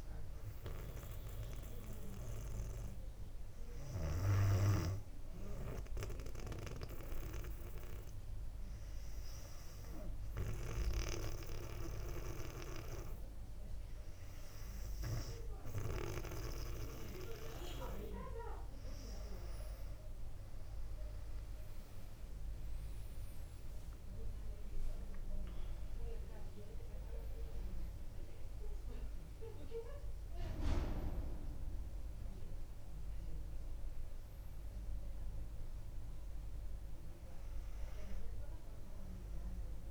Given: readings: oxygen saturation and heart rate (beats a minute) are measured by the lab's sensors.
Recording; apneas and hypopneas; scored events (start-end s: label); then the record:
breathing in sleep by a room microphone; 1
0.50-16.00 s: obstructive apnea (oxygen 99% before, 96% lowest, heart rate 62 before, 60 extreme, up 4 after)
22.00-27.00 s: arousal
From the record:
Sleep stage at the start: N2 (light sleep); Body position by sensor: on the back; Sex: female